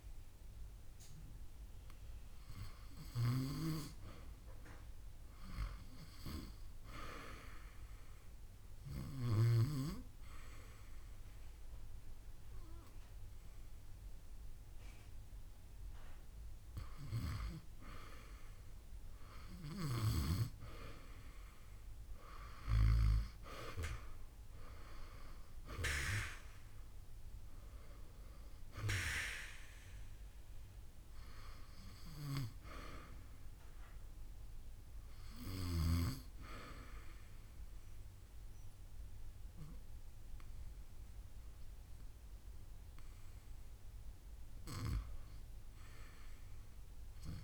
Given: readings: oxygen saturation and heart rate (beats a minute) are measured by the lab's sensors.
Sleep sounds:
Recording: breathing in sleep by a room microphone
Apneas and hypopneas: 1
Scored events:
0.00-1.50 s: arousal
2.50-18.50 s: oxygen desaturation (device-marked, oxygen 95% before, 88% lowest)
7.50-18.00 s: obstructive apnea (oxygen 95% before, 88% lowest)
21.00-25.00 s: arousal
26.50-38.50 s: oxygen desaturation (device-marked, oxygen 91% before, 88% lowest)
From the record:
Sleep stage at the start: REM sleep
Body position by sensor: on the back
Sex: female

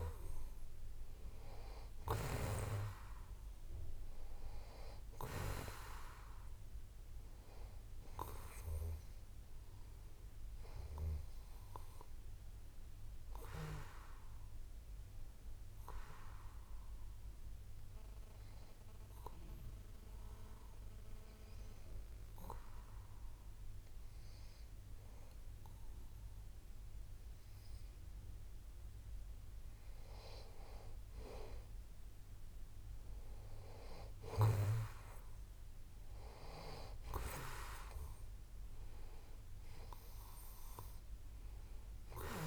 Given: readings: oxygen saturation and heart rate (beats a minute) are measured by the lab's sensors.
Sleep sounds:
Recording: breathing in sleep by a room microphone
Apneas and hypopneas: 1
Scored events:
0.00-1.50 s: arousal
18.50-30.50 s: obstructive apnea (oxygen 94% before, 91% lowest)
33.00-37.00 s: arousal
From the record:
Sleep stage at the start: N2 (light sleep)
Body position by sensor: on the back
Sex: male

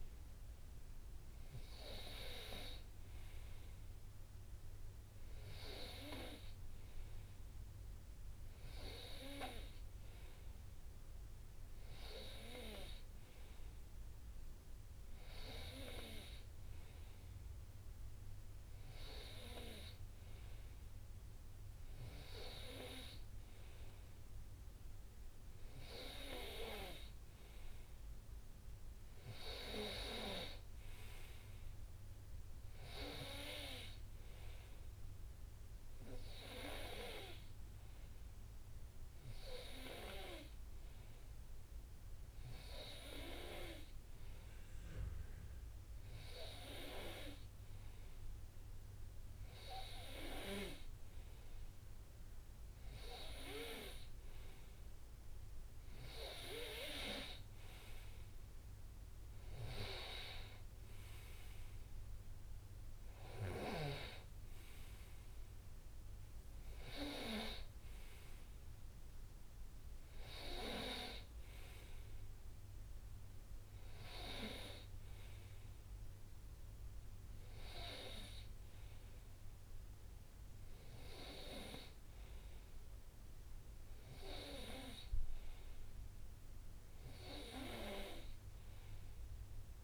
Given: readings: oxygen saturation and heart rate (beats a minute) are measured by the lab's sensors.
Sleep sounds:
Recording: breathing in sleep by a room microphone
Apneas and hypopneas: none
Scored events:
none scored
From the record:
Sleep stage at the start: N2 (light sleep)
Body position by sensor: on the right side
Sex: male

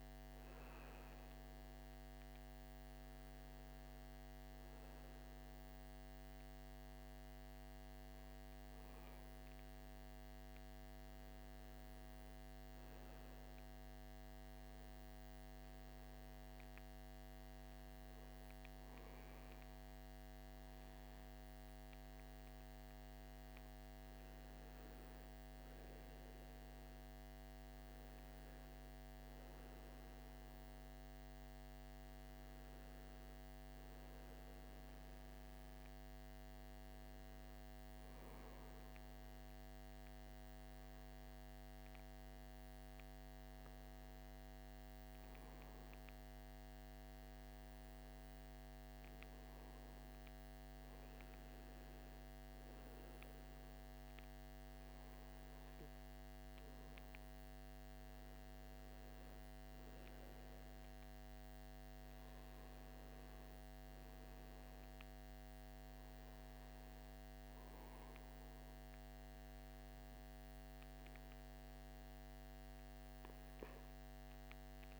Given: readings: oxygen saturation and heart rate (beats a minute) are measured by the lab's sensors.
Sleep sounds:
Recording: breathing in sleep, hard to hear, by a microphone on the trachea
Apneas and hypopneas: none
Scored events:
none scored
From the record:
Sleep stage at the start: N2 (light sleep)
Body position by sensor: on the right side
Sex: male

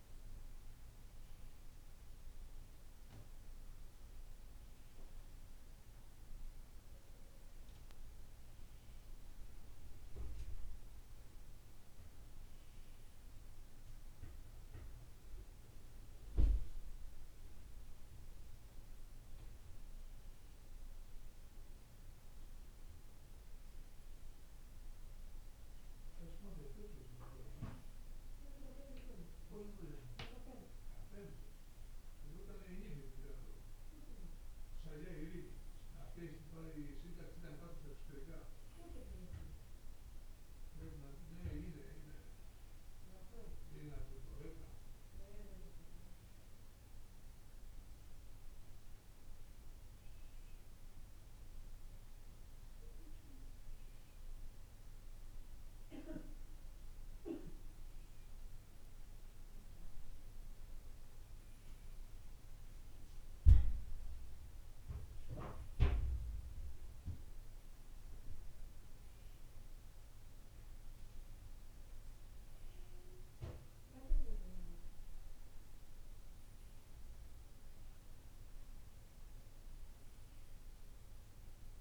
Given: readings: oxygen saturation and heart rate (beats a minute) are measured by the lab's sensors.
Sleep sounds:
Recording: breathing in sleep by a room microphone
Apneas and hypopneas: none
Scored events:
none scored
From the record:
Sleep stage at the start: N2 (light sleep)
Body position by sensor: on the right side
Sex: male

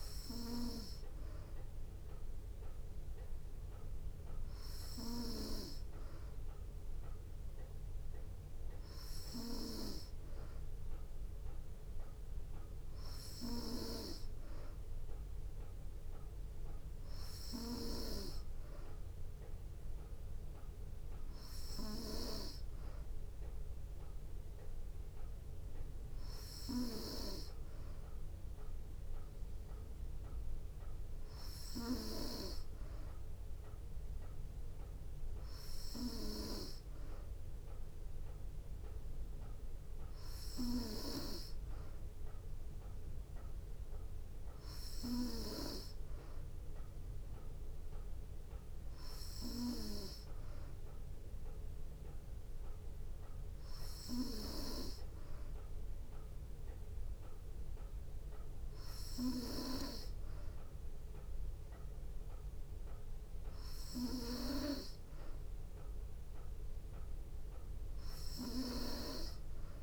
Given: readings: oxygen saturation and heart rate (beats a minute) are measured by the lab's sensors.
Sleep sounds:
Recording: breathing in sleep by a room microphone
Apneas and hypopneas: none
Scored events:
none scored
From the record:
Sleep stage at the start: N3 (deep sleep)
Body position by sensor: on the back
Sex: female

